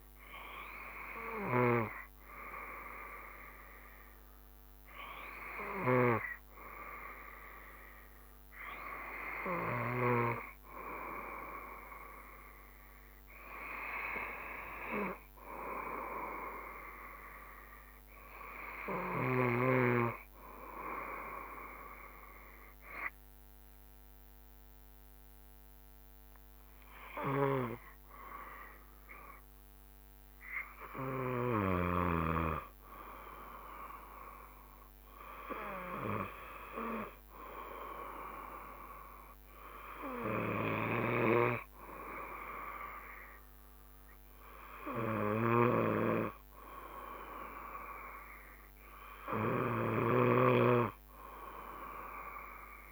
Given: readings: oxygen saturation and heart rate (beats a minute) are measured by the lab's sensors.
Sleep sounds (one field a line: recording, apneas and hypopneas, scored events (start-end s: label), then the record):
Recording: breathing in sleep by a microphone on the trachea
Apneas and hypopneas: none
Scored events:
16.50-46.50 s: new sleep stage, N3 (deep sleep)
46.50-52.92 s: new sleep stage, N2 (light sleep)
50.50-52.92 s: snoring (device-marked)
From the record:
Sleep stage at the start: N2 (light sleep)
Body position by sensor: on the back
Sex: male